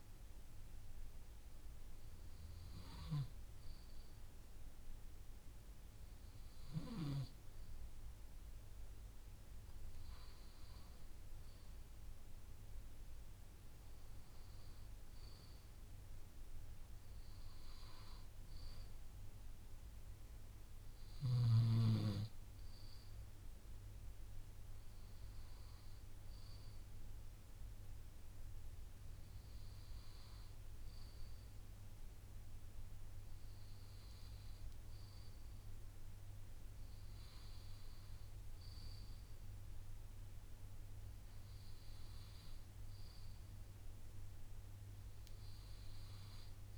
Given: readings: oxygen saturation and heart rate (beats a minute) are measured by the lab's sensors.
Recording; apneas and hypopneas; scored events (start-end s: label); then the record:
breathing in sleep, hard to hear, by a room microphone; none
none scored
From the record:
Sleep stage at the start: N2 (light sleep); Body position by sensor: on the left side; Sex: male